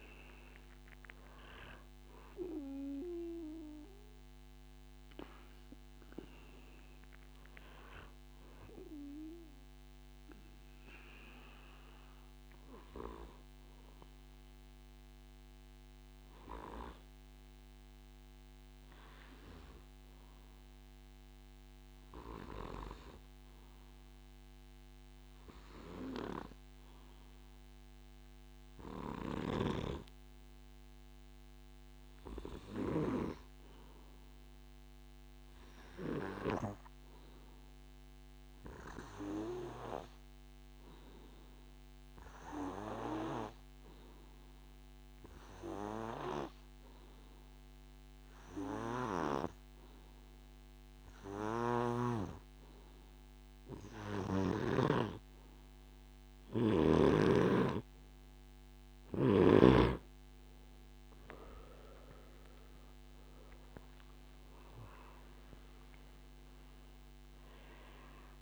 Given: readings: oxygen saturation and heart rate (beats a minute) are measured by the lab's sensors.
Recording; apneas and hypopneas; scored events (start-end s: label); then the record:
breathing in sleep by a microphone on the trachea; 1
0.00-10.00 s: oxygen desaturation (device-marked, oxygen 87% lowest, heart rate 67 extreme)
27.50-31.50 s: arousal
36.50-56.00 s: obstructive apnea (oxygen 99% before, 90% lowest, heart rate 68 before, 71 extreme, up 18 after)
60.00-68.42 s: oxygen desaturation (device-marked, oxygen 94% before, 90% lowest, heart rate 73 before, 69 extreme)
61.00-65.00 s: arousal
From the record:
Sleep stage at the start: N2 (light sleep); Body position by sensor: on the back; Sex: male